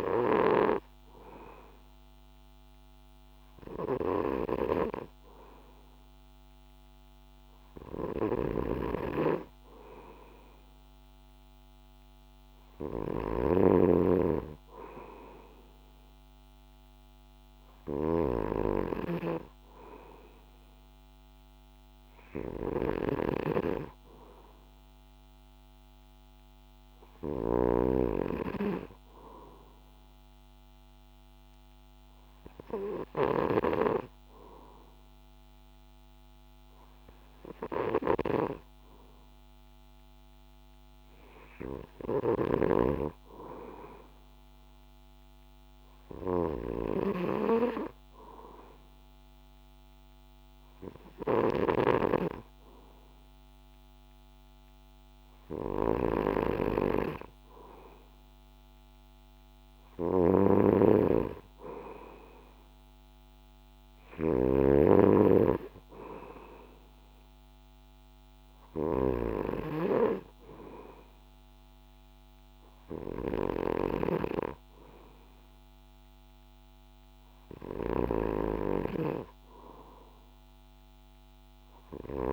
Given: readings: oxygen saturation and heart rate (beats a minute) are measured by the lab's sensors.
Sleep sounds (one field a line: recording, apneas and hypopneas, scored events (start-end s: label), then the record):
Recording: breathing in sleep by a microphone on the trachea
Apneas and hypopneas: none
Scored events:
8.50-33.50 s: snoring (device-marked)
42.00-78.50 s: snoring (device-marked)
From the record:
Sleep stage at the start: N2 (light sleep)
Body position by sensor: on the back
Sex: male